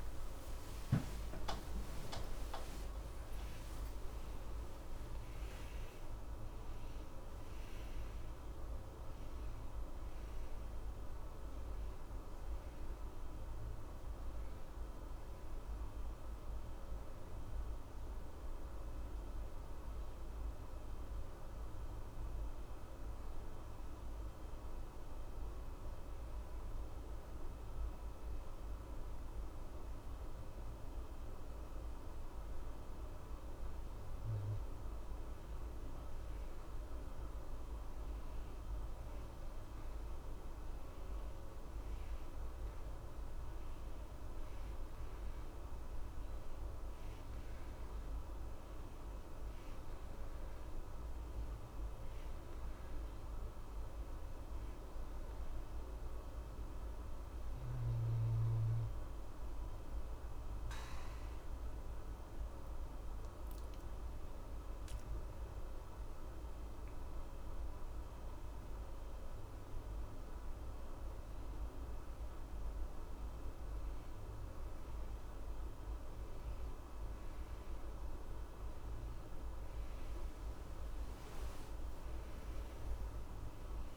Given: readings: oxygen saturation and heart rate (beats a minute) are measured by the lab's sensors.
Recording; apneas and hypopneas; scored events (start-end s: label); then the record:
breathing in sleep, hard to hear, by a room microphone; 2
0.00-2.00 s: arousal
20.50-34.00 s: hypopnea (oxygen 91% before, 88% lowest, heart rate 97 before, 64 extreme, up 9 after)
36.00-40.50 s: arousal
41.00-67.00 s: oxygen desaturation (device-marked, oxygen 93% before, 88% lowest, heart rate 68 before, 63 extreme)
56.50-67.00 s: obstructive apnea (oxygen 93% before, 88% lowest, heart rate 68 before, 63 extreme, up 0 after)
80.00-83.96 s: arousal
From the record:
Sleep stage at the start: N1 (lightest sleep); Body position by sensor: on the back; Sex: male